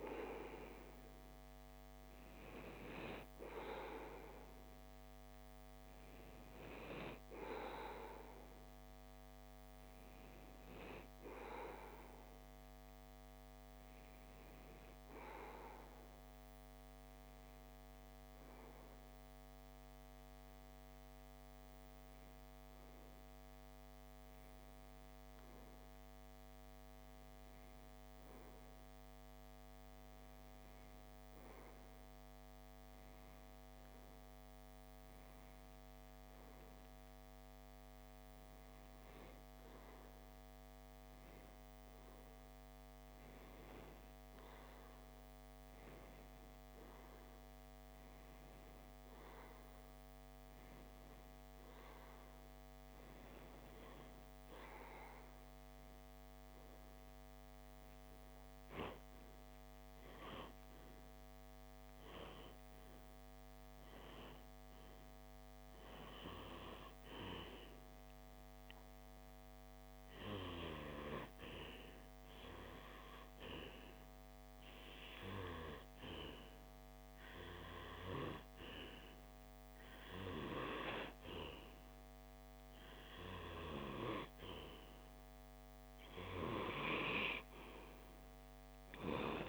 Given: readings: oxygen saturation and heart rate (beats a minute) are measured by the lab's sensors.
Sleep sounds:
breathing in sleep by a microphone on the trachea; 1
15.50-82.50 s: hypopnea (oxygen 95% before, 92% lowest)
59.00-63.00 s: oxygen desaturation (device-marked, oxygen 96% before, 95% lowest)
86.50-89.49 s: arousal
From the record:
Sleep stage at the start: REM sleep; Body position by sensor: on the left side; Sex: male

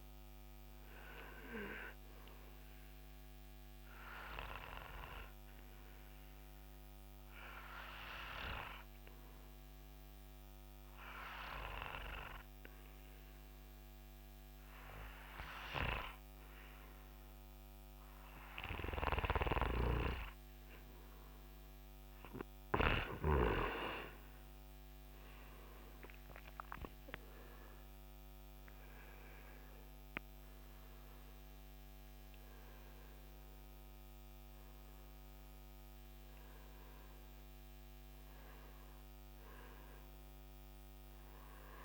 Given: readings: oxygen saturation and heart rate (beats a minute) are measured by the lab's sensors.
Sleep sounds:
breathing in sleep by a microphone on the trachea; none
27.00-31.50 s: arousal
From the record:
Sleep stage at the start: N2 (light sleep); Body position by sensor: on the right side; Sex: male

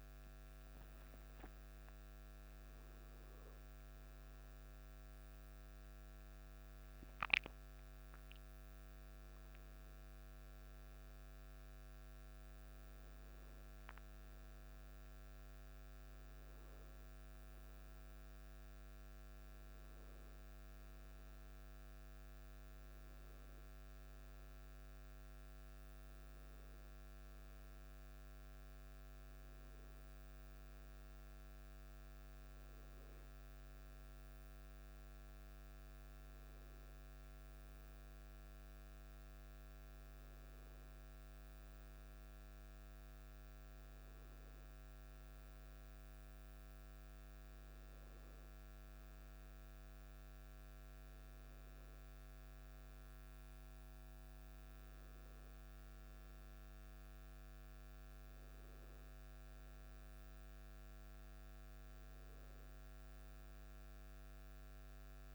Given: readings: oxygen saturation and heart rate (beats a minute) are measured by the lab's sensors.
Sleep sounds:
breathing in sleep, hard to hear, by a microphone on the trachea; none
0.50-5.50 s: arousal
From the record:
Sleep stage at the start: N1 (lightest sleep); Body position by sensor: on the back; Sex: male

